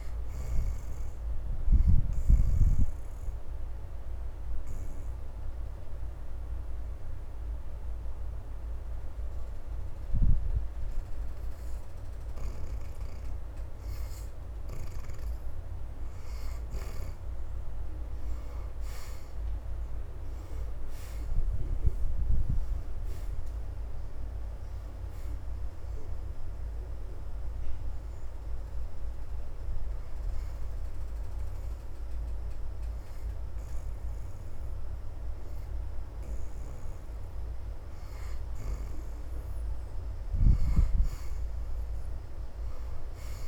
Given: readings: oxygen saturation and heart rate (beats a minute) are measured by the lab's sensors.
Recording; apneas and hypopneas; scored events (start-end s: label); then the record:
breathing in sleep, hard to hear, by a room microphone; 2
2.50-12.50 s: obstructive apnea (oxygen 82% before, 64% lowest, heart rate 80 before, 75 extreme, up 3 after)
3.00-17.00 s: oxygen desaturation (device-marked, oxygen 80% before, 67% lowest, heart rate 80 before, 73 extreme)
18.00-21.50 s: arousal
28.50-38.50 s: hypopnea (oxygen 80% before, 64% lowest, heart rate 79 before, 73 extreme, up 5 after)
29.00-43.48 s: oxygen desaturation (device-marked, oxygen 80% before, 64% lowest, heart rate 80 before, 73 extreme)
40.00-43.48 s: arousal
From the record:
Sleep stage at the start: N2 (light sleep); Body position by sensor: on the back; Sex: female